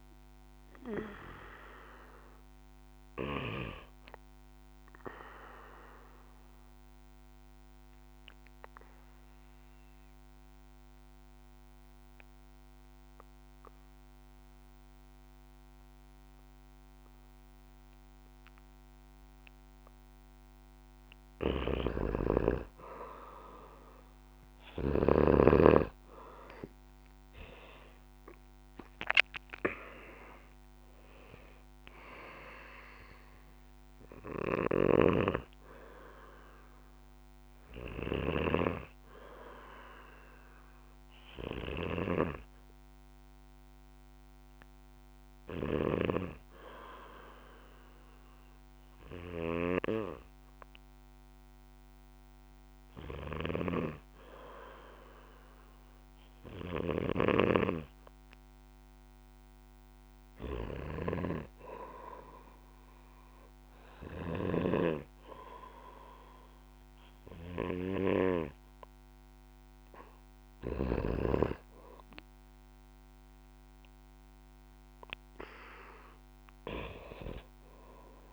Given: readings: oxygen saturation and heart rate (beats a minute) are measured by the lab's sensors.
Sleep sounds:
breathing in sleep by a microphone on the trachea; 2
5.00-22.00 s: mixed apnea (oxygen 97% before, 92% lowest, heart rate 63 before, 53 extreme, up 11 after)
26.50-30.00 s: arousal
27.00-37.00 s: oxygen desaturation (device-marked, oxygen 98% before, 92% lowest, heart rate 61 before, 53 extreme)
34.50-46.00 s: snoring (device-marked)
40.00-72.00 s: hypopnea (oxygen 98% before, 92% lowest, heart rate 63 before, 55 extreme, up 4 after)
56.50-64.50 s: snoring (device-marked)
74.00-77.00 s: arousal
From the record:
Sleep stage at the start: N2 (light sleep); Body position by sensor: on the back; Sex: male

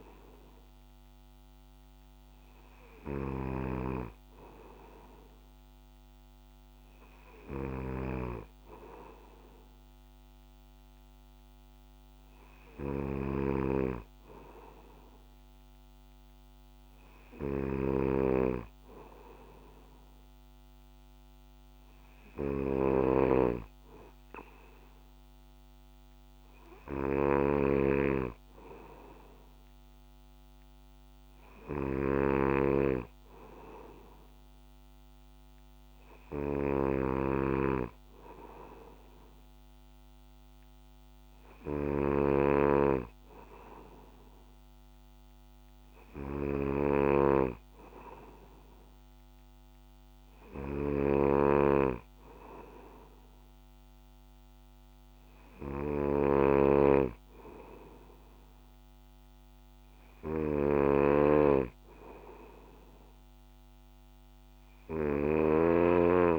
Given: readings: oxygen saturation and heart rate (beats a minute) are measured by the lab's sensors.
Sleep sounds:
breathing in sleep by a microphone on the trachea; none
0.00-66.39 s: snoring (device-marked)
From the record:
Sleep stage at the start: N2 (light sleep); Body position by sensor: on the back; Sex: male

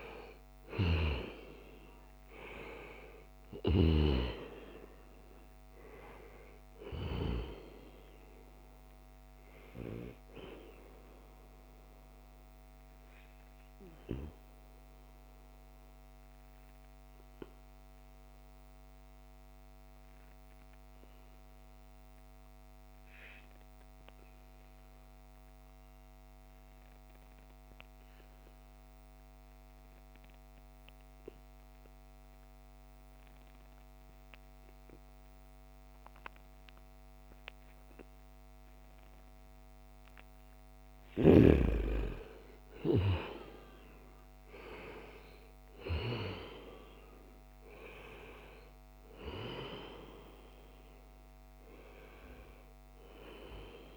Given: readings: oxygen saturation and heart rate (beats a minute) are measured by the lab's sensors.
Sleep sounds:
breathing in sleep by a microphone on the trachea; 1
0.00-2.50 s: arousal
0.00-22.00 s: oxygen desaturation (device-marked, oxygen 89% lowest, heart rate 67 extreme)
12.00-41.00 s: obstructive apnea (oxygen 96% before, 89% lowest, heart rate 76 before, 67 extreme, up 7 after)
38.00-53.97 s: oxygen desaturation (device-marked, oxygen 97% before, 89% lowest, heart rate 71 before, 69 extreme)
42.00-46.50 s: arousal
From the record:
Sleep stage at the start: N2 (light sleep); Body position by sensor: on the right side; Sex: male

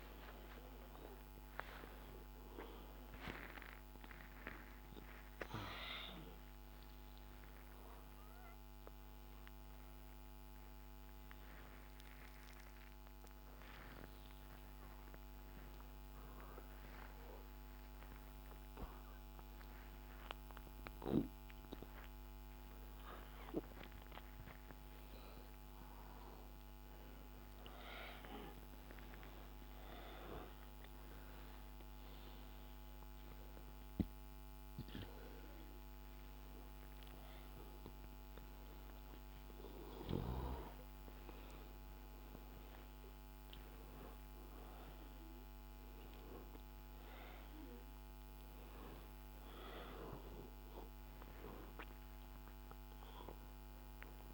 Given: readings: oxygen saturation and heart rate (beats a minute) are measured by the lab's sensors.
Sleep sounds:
a person awake in a sleep study, by a microphone on the trachea; none
50.50-53.50 s: oxygen desaturation (device-marked, oxygen 97% before, 92% lowest, heart rate 87 before, 86 extreme)
From the record:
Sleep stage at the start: awake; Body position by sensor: upright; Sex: male

